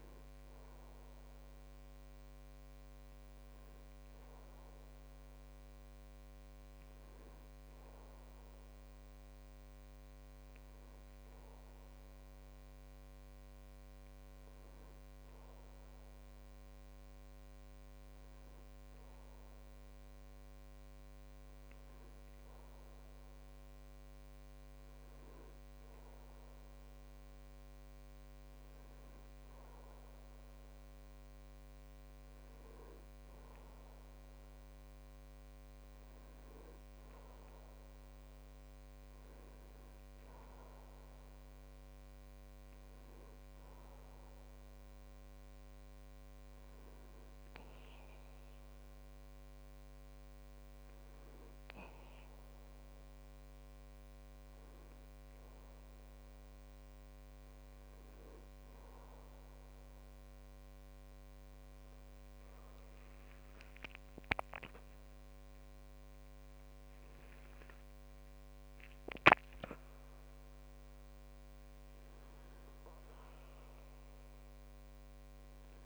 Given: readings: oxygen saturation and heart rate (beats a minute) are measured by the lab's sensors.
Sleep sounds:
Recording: breathing in sleep, hard to hear, by a microphone on the trachea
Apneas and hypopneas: none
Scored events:
65.00-70.00 s: arousal
From the record:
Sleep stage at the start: N2 (light sleep)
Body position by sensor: on the back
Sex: male

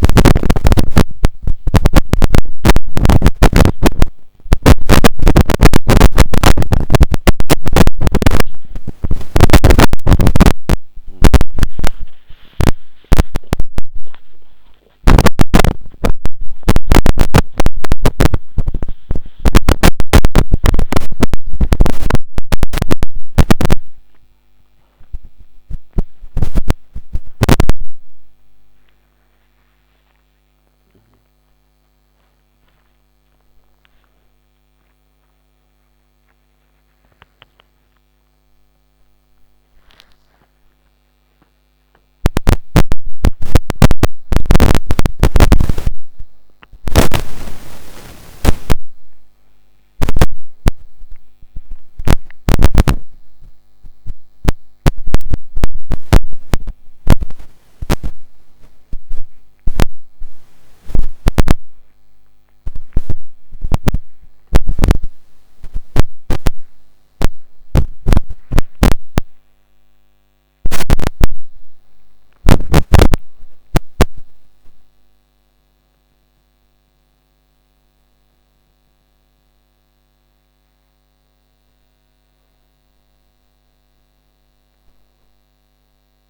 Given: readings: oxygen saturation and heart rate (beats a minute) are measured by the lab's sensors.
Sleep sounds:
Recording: a person awake in a sleep study, by a microphone on the trachea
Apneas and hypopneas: none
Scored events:
none scored
From the record:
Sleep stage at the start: awake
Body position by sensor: upright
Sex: female

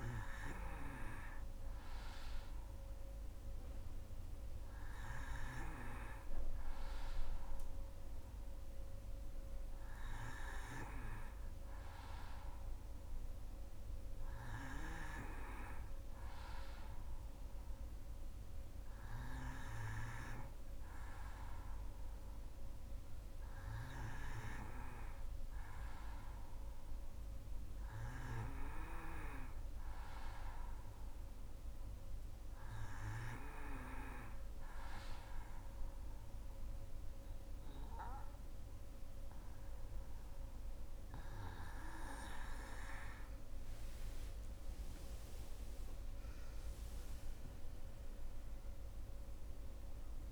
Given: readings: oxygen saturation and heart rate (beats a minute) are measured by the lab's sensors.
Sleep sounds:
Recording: breathing in sleep by a room microphone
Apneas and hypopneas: 1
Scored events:
29.50-41.50 s: obstructive apnea (oxygen 93% before, 88% lowest, heart rate 66 before, 66 extreme, up 11 after)
From the record:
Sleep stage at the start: N2 (light sleep)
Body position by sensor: on the right side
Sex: female

